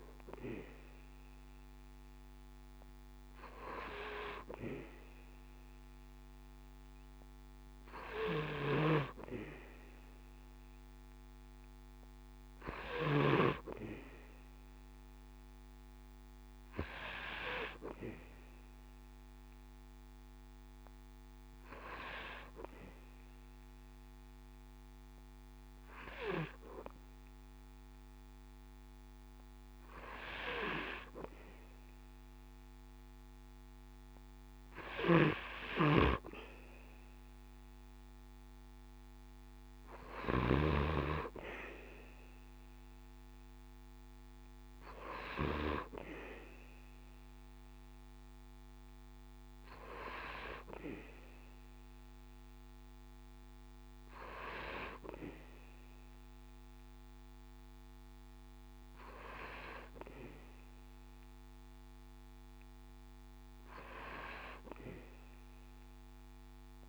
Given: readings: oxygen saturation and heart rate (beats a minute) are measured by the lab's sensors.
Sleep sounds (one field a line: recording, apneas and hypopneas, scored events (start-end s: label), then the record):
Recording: breathing in sleep by a microphone on the trachea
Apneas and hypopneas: 1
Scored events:
19.00-32.00 s: hypopnea (oxygen 95% before, 93% lowest, heart rate 69 before, 66 extreme, up 3 after)
36.50-39.50 s: arousal
From the record:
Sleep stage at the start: N2 (light sleep)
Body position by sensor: on the back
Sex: male